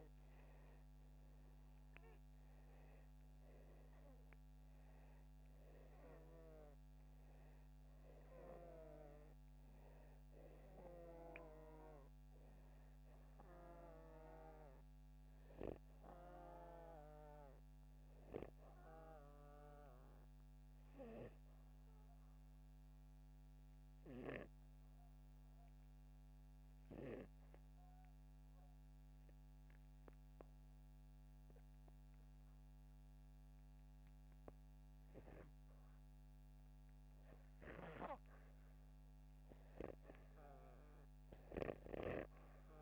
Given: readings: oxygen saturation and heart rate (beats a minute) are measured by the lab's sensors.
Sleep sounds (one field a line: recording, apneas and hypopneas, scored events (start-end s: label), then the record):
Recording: breathing in sleep by a microphone on the trachea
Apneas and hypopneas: 1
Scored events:
3.00-32.00 s: oxygen desaturation (device-marked, oxygen 98% before, 92% lowest)
23.50-37.00 s: obstructive apnea (oxygen 98% before, 92% lowest)
39.00-42.00 s: arousal
From the record:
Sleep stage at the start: REM sleep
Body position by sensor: upright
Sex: male